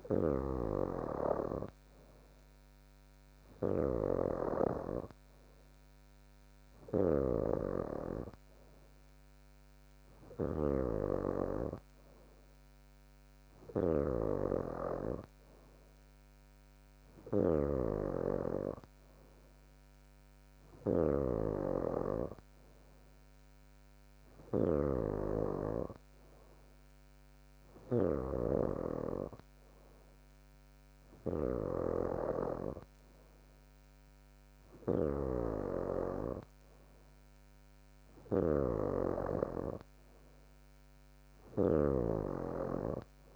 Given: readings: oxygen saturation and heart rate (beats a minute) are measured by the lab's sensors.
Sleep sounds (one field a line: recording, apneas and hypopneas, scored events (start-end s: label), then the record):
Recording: breathing in sleep by a microphone on the trachea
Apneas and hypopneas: none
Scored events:
0.00-7.50 s: snoring (device-marked)
14.00-43.36 s: snoring (device-marked)
From the record:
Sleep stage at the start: N3 (deep sleep)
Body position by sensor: on the back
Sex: female